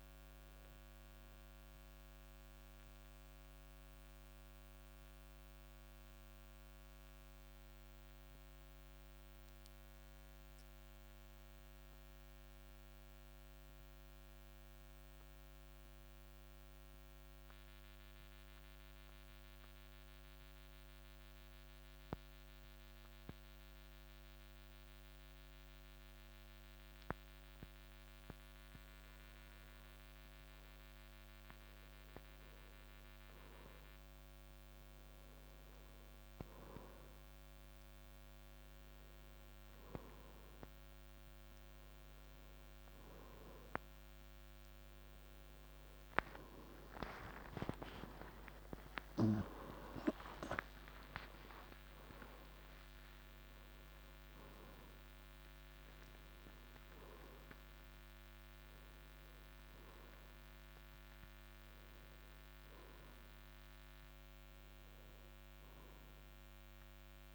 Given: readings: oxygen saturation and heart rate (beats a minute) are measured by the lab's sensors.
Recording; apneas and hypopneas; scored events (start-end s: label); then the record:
breathing in sleep by a microphone on the trachea; 1
0.00-18.00 s: oxygen desaturation (device-marked, oxygen 89% lowest, heart rate 54 extreme)
4.00-29.50 s: obstructive apnea (oxygen 96% before, 89% lowest, heart rate 57 before, 54 extreme, up 1 after)
40.00-59.00 s: oxygen desaturation (device-marked, oxygen 95% before, 90% lowest, heart rate 54 before, 54 extreme)
46.50-52.50 s: arousal
47.00-50.00 s: tachycardia (device-marked, heart rate 57 before, 89 extreme)
66.00-67.35 s: oxygen desaturation (device-marked, oxygen 92% before, 89% lowest, heart rate 79 before, 54 extreme)
From the record:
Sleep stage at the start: N1 (lightest sleep); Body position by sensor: on the right side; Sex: male